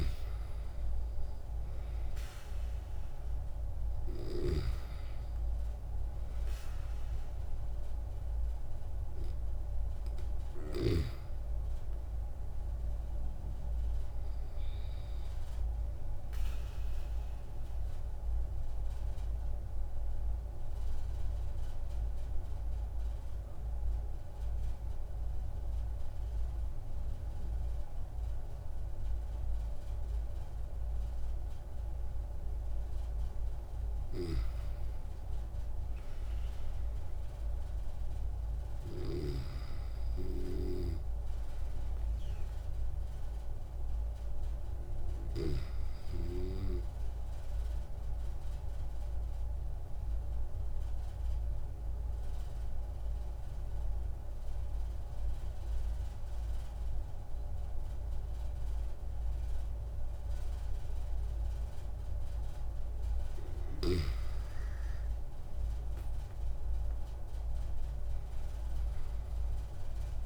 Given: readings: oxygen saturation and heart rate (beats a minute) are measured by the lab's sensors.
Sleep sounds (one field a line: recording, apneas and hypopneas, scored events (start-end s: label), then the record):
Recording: breathing in sleep by a room microphone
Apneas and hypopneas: 2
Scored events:
0.00-2.00 s: arousal
2.50-21.50 s: oxygen desaturation (device-marked, oxygen 96% before, 92% lowest)
18.00-33.50 s: obstructive apnea (oxygen 96% before, 94% lowest)
35.50-40.00 s: arousal
50.00-63.50 s: obstructive apnea (oxygen 97% before, 93% lowest)
65.50-68.50 s: arousal
From the record:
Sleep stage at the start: N2 (light sleep)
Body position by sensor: on the back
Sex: male